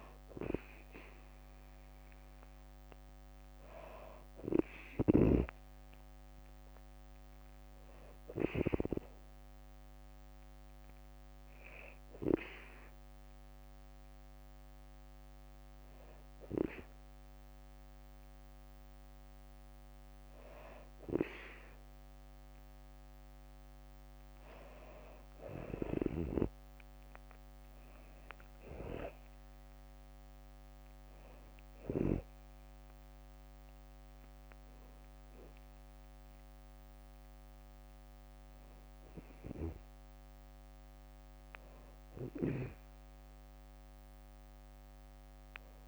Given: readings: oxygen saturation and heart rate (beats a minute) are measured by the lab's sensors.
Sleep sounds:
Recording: breathing in sleep by a microphone on the trachea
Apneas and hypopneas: none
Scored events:
5.00-14.00 s: drop in pulse transit time (device-marked, heart rate 63 before, 65 extreme)
26.00-39.00 s: drop in pulse transit time (device-marked, heart rate 64 before, 66 extreme)
26.50-29.50 s: arousal
41.50-45.88 s: snoring (device-marked)
From the record:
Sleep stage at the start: N2 (light sleep)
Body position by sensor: on the back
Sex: female

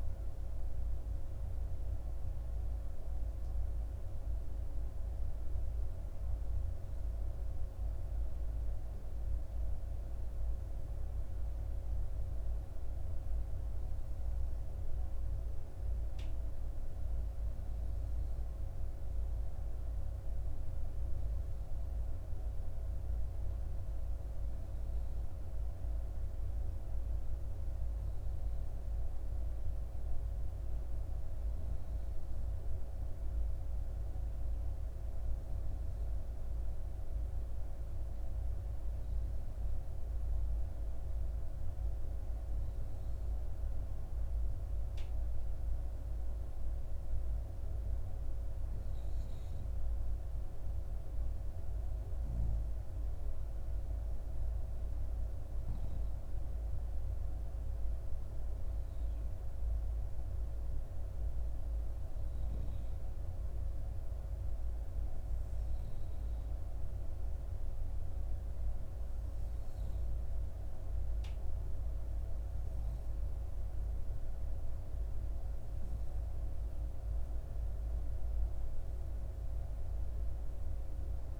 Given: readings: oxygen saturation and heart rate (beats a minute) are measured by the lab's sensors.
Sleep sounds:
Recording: breathing in sleep, hard to hear, by a room microphone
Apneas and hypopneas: none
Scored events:
none scored
From the record:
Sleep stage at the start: N2 (light sleep)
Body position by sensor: on the back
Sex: female

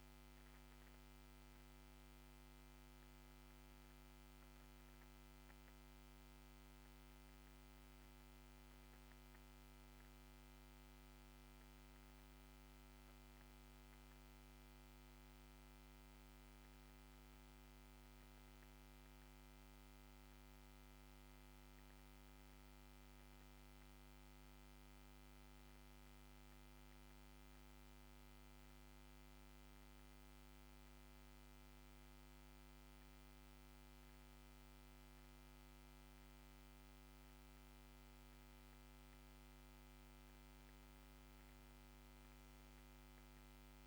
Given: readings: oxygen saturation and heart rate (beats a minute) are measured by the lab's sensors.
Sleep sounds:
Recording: breathing in sleep, hard to hear, by a microphone on the trachea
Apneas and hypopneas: 1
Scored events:
23.00-43.87 s: new sleep stage, N2 (light sleep)
28.00-38.50 s: obstructive apnea (oxygen 95% before, 91% lowest, heart rate 58 before, 52 extreme, up 4 after)
40.00-43.00 s: arousal
From the record:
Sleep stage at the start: N1 (lightest sleep)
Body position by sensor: on the back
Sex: male

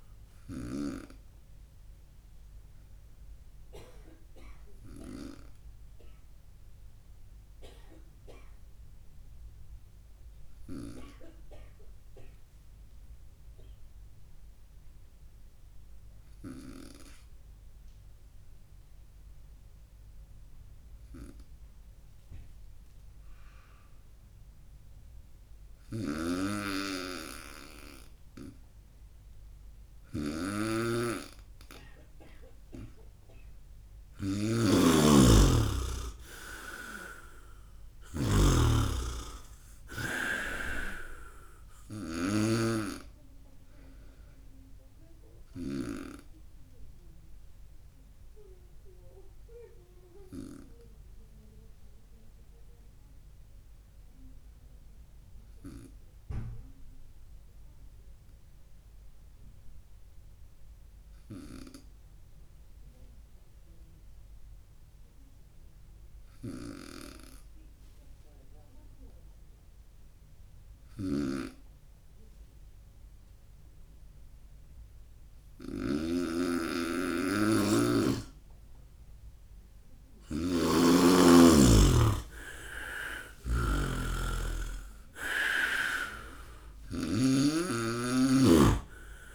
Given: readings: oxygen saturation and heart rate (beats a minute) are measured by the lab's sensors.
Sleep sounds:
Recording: breathing in sleep by a room microphone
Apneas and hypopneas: 2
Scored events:
0.00-1.00 s: snoring (device-marked)
4.50-31.50 s: obstructive apnea (oxygen 99% before, 94% lowest, heart rate 61 before, 56 extreme, up 9 after)
26.00-46.00 s: snoring (device-marked)
34.00-38.50 s: arousal
46.50-77.50 s: obstructive apnea (oxygen 98% before, 94% lowest, heart rate 65 before, 59 extreme, up 10 after)
62.00-69.00 s: oxygen desaturation (device-marked, oxygen 97% before, 94% lowest, heart rate 63 before, 61 extreme)
71.00-76.00 s: snoring (device-marked)
79.00-82.50 s: arousal
83.00-89.35 s: oxygen desaturation (device-marked, oxygen 98% before, 94% lowest, heart rate 65 before, 59 extreme)
83.00-89.35 s: snoring (device-marked)
From the record:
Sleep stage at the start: N2 (light sleep)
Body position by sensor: on the right side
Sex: male

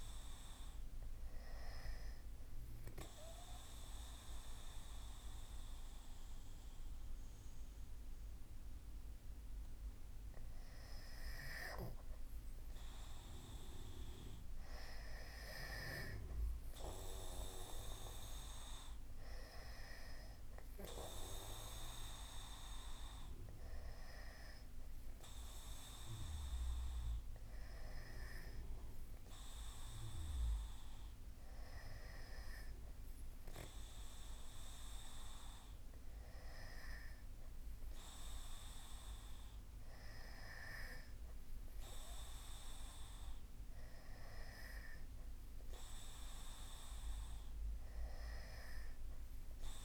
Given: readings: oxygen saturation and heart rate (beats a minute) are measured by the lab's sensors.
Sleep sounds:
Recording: breathing in sleep by a room microphone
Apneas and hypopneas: 1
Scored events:
2.00-12.00 s: mixed apnea (oxygen 96% before, 92% lowest, heart rate 74 before, 71 extreme, up 4 after)
16.50-20.00 s: arousal
19.00-32.00 s: oxygen desaturation (device-marked, oxygen 95% before, 92% lowest, heart rate 77 before, 71 extreme)
From the record:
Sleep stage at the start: N2 (light sleep)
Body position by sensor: on the back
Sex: male

